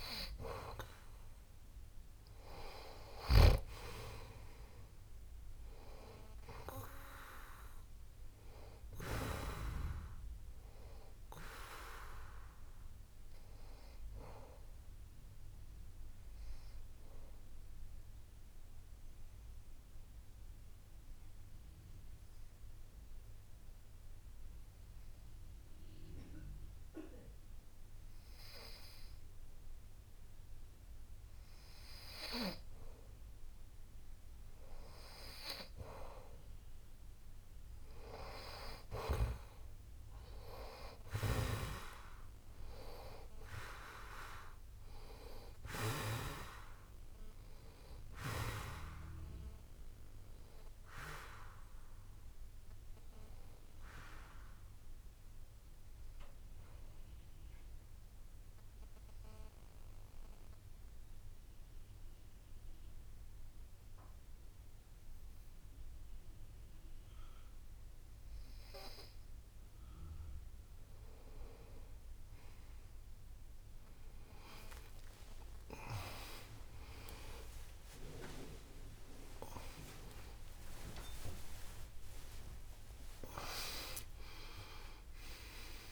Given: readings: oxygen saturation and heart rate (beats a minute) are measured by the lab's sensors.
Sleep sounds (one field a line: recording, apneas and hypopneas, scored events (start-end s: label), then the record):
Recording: breathing in sleep by a room microphone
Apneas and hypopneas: 2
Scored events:
0.00-1.50 s: arousal
18.00-32.50 s: obstructive apnea (oxygen 95% before, 92% lowest)
37.50-42.00 s: arousal
54.50-70.50 s: obstructive apnea (oxygen 96% before, 93% lowest)
67.50-85.92 s: new sleep stage, awake
From the record:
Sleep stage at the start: N2 (light sleep)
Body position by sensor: on the back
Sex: male